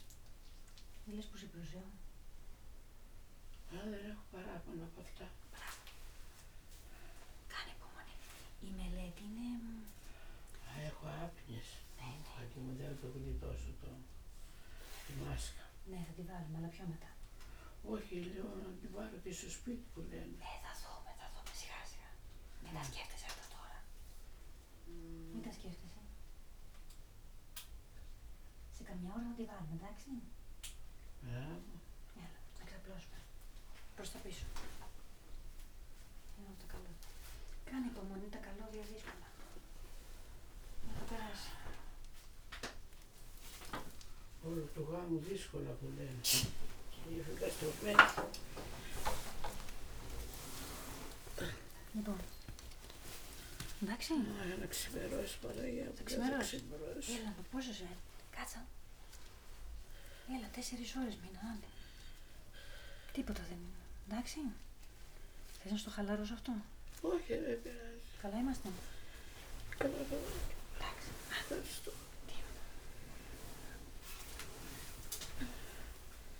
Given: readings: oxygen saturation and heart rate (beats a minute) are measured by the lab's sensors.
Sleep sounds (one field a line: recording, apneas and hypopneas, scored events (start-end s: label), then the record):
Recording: a person awake in a sleep study, by a room microphone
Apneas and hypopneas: none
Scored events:
24.00-45.00 s: oxygen desaturation (device-marked, oxygen 93% before, 89% lowest, heart rate 133 before, 37 extreme)
From the record:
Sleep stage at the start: awake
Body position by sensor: on the back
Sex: female